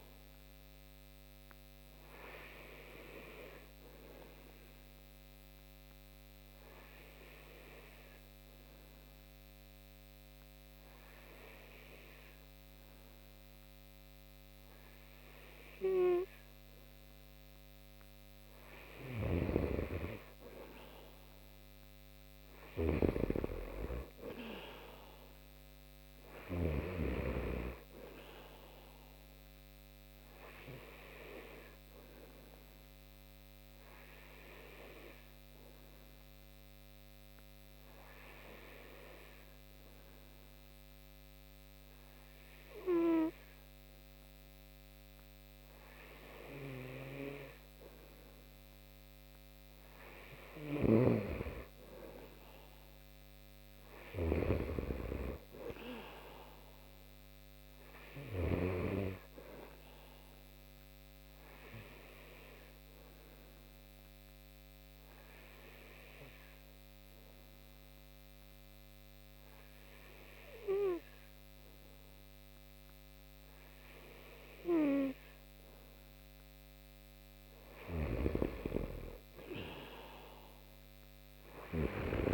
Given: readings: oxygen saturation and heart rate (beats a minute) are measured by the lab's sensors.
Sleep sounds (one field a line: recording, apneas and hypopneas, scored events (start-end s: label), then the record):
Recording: breathing in sleep by a microphone on the trachea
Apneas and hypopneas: 3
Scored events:
3.00-17.50 s: obstructive apnea (oxygen 93% before, 89% lowest)
18.50-26.00 s: snoring (device-marked)
19.50-22.50 s: arousal
29.00-45.00 s: oxygen desaturation (device-marked, oxygen 93% before, 89% lowest)
31.00-47.00 s: obstructive apnea (oxygen 93% before, 89% lowest)
49.00-52.50 s: arousal
50.00-58.00 s: snoring (device-marked)
56.00-74.00 s: oxygen desaturation (device-marked, oxygen 95% before, 90% lowest)
60.00-75.00 s: obstructive apnea (oxygen 95% before, 89% lowest)
77.00-81.50 s: snoring (device-marked)
78.00-81.50 s: arousal
From the record:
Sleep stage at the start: N2 (light sleep)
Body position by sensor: on the right side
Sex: male